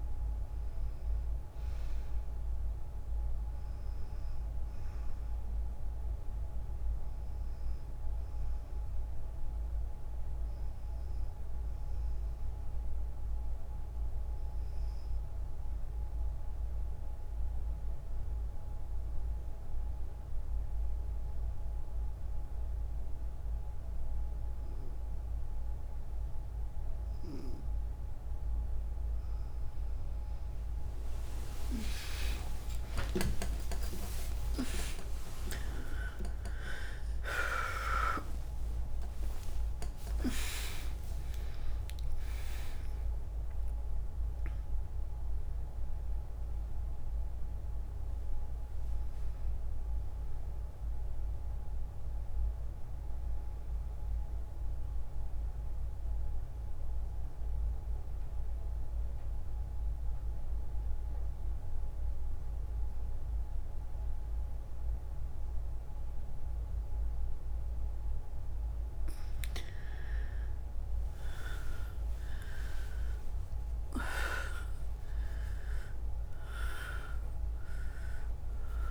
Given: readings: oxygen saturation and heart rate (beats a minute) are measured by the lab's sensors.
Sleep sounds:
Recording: breathing in sleep by a room microphone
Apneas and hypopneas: 2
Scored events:
0.00-19.00 s: oxygen desaturation (device-marked, oxygen 93% lowest, heart rate 54 extreme)
15.00-28.50 s: obstructive apnea (oxygen 99% before, 90% lowest, heart rate 61 before, 58 extreme, up 31 after)
31.50-38.00 s: arousal
33.00-60.00 s: oxygen desaturation (device-marked, oxygen 98% before, 93% lowest, heart rate 60 before, 52 extreme)
34.00-36.00 s: long interval between heartbeats (device-marked, heart rate 60 before, 88 extreme)
37.00-43.00 s: tachycardia (device-marked, heart rate 62 before, 104 extreme)
40.00-42.00 s: long interval between heartbeats (device-marked, heart rate 70 before, 102 extreme)
55.00-68.50 s: mixed apnea (oxygen 98% before, 89% lowest, heart rate 86 before, 52 extreme, up 42 after)
70.00-73.50 s: arousal
73.00-78.91 s: oxygen desaturation (device-marked, oxygen 100% before, 90% lowest, heart rate 58 before, 53 extreme)
74.00-76.00 s: long interval between heartbeats (device-marked, heart rate 59 before, 91 extreme)
From the record:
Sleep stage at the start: N2 (light sleep)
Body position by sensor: on the back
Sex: female

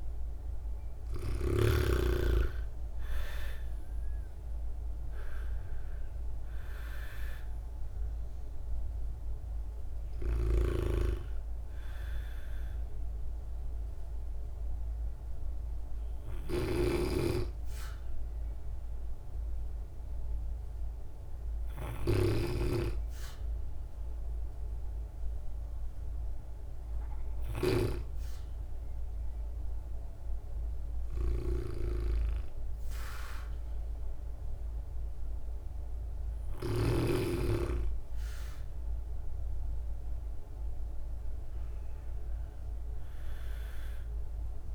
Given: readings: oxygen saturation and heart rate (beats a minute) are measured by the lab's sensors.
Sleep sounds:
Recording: breathing in sleep by a room microphone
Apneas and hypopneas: none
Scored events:
0.00-1.00 s: arousal
0.00-1.00 s: snoring (device-marked)
0.00-23.00 s: oxygen desaturation (device-marked, oxygen 98% before, 88% lowest, heart rate 60 before, 57 extreme)
9.50-36.50 s: snoring (device-marked)
From the record:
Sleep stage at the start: REM sleep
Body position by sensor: on the back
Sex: female

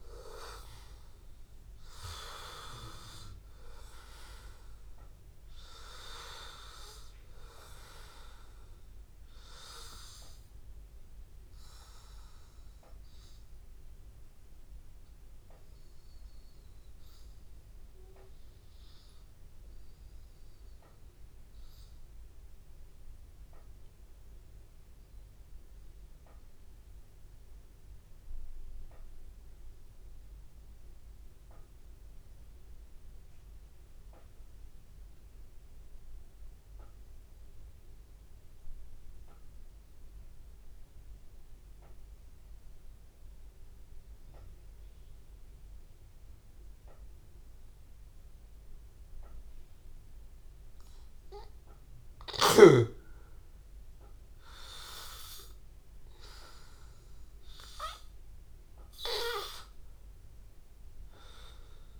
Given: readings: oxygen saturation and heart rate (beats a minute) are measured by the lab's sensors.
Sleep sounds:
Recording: breathing in sleep by a room microphone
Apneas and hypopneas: 1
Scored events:
0.00-24.50 s: oxygen desaturation (device-marked, oxygen 93% lowest, heart rate 82 extreme)
23.00-51.50 s: hypopnea (oxygen 97% before, 92% lowest, heart rate 84 before, 82 extreme, up 2 after)
43.50-62.00 s: oxygen desaturation (device-marked, oxygen 98% before, 92% lowest, heart rate 83 before, 82 extreme)
54.00-57.00 s: arousal
From the record:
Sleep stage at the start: N2 (light sleep)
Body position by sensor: on the back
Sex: male

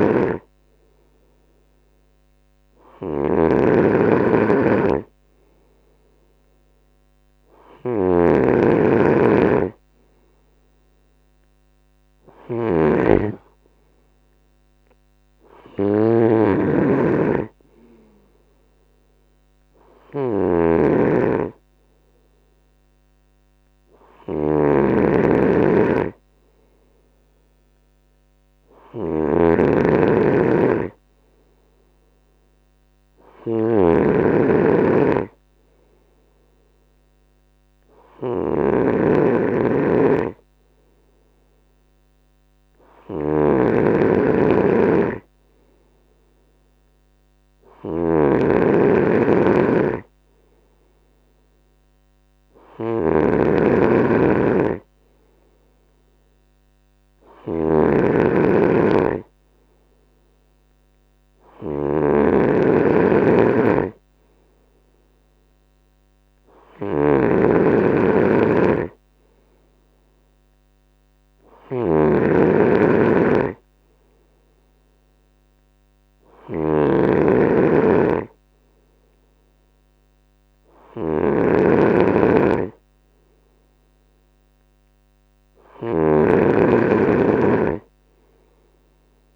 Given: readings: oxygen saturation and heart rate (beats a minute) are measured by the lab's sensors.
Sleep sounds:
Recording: breathing in sleep by a microphone on the trachea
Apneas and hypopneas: none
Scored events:
0.00-89.36 s: snoring (device-marked)
From the record:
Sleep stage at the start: N2 (light sleep)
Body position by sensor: on the right side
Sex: male

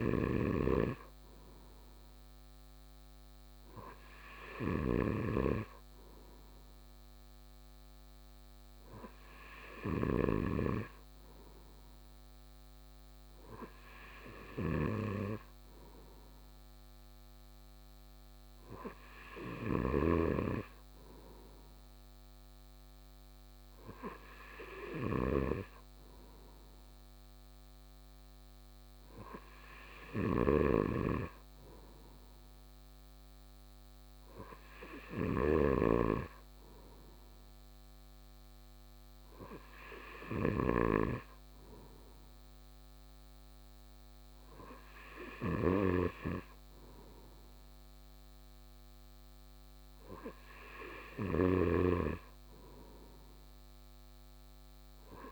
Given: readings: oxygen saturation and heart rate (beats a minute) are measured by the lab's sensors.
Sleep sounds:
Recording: breathing in sleep by a microphone on the trachea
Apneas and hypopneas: none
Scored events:
none scored
From the record:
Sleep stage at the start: N2 (light sleep)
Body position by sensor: on the right side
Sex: male

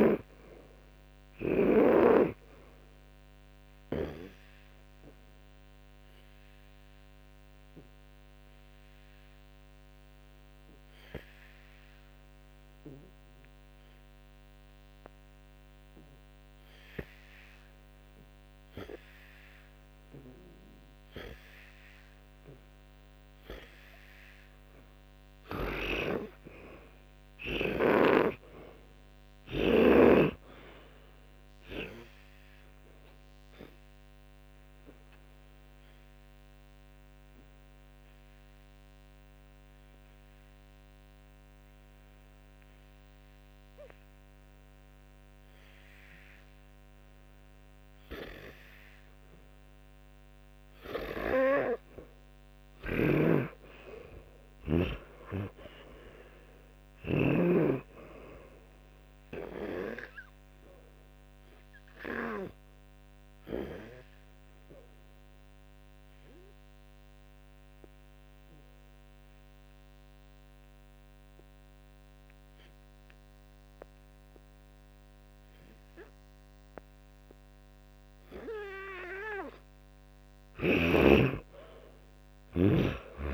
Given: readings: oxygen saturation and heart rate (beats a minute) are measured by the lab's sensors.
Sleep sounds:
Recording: breathing in sleep by a microphone on the trachea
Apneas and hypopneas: 3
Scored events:
5.50-24.00 s: hypopnea (oxygen 100% before, 88% lowest, heart rate 63 before, 57 extreme, up 14 after)
22.50-27.50 s: oxygen desaturation (device-marked, oxygen 97% before, 92% lowest, heart rate 61 before, 56 extreme)
27.00-30.50 s: arousal
34.50-63.50 s: oxygen desaturation (device-marked, oxygen 97% before, 88% lowest, heart rate 61 before, 56 extreme)
38.00-50.00 s: obstructive apnea (oxygen 97% before, 88% lowest, heart rate 63 before, 56 extreme, up 23 after)
52.50-57.50 s: snoring (device-marked)
53.50-57.50 s: arousal
67.50-78.50 s: obstructive apnea (oxygen 92% before, 90% lowest, heart rate 65 before, 59 extreme, up 21 after)
82.00-83.34 s: arousal
From the record:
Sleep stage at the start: N2 (light sleep)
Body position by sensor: on the back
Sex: male

